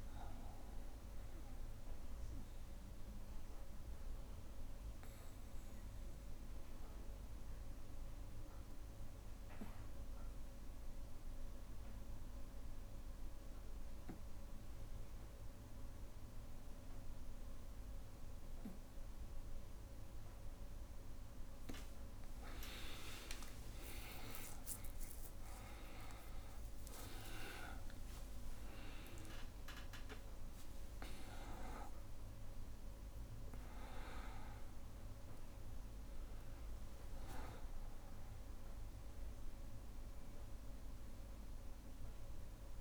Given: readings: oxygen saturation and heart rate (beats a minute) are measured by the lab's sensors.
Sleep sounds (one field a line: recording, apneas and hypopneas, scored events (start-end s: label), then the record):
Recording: a person partly awake in a sleep study, by a room microphone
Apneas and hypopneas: 1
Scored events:
1.50-20.50 s: obstructive apnea (oxygen 99% before, 91% lowest, heart rate 82 before, 60 extreme, up 5 after)
18.00-42.81 s: oxygen desaturation (device-marked, oxygen 99% before, 91% lowest, heart rate 61 before, 61 extreme)
26.00-42.81 s: new sleep stage, awake
30.50-32.50 s: long interval between heartbeats (device-marked, heart rate 62 before, 79 extreme)
From the record:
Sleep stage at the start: N2 (light sleep)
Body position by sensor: on the back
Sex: male